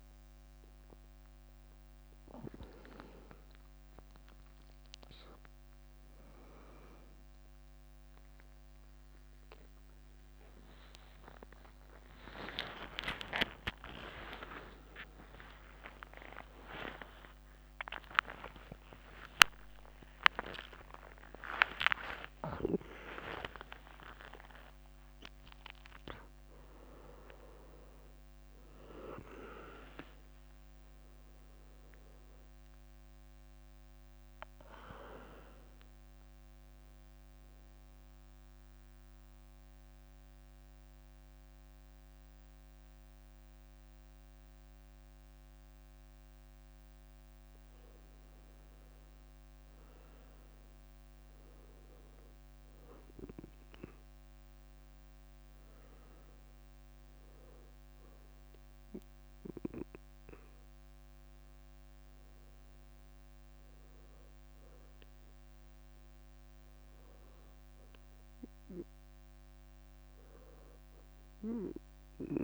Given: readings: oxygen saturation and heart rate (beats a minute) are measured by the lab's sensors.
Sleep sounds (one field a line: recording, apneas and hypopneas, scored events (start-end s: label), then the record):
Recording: a person partly awake in a sleep study, by a microphone on the trachea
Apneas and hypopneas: 1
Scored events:
0.00-2.00 s: leg movement (device-marked)
0.00-20.00 s: oxygen desaturation (device-marked, oxygen 91% lowest, heart rate 63 extreme)
10.00-20.00 s: tachycardia (device-marked, heart rate 64 before, 160 extreme)
14.50-16.50 s: long interval between heartbeats (device-marked, heart rate 73 before, 115 extreme)
16.50-18.50 s: long interval between heartbeats (device-marked, heart rate 80 before, 157 extreme)
20.00-22.00 s: long interval between heartbeats (device-marked, heart rate 96 before, 119 extreme)
26.00-72.44 s: new sleep stage, N1 (lightest sleep)
37.50-48.00 s: central apnea (oxygen 99% before, 95% lowest, heart rate 100 before, 60 extreme, up 10 after)
51.50-55.00 s: arousal
From the record:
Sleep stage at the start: awake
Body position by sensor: on the right side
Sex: female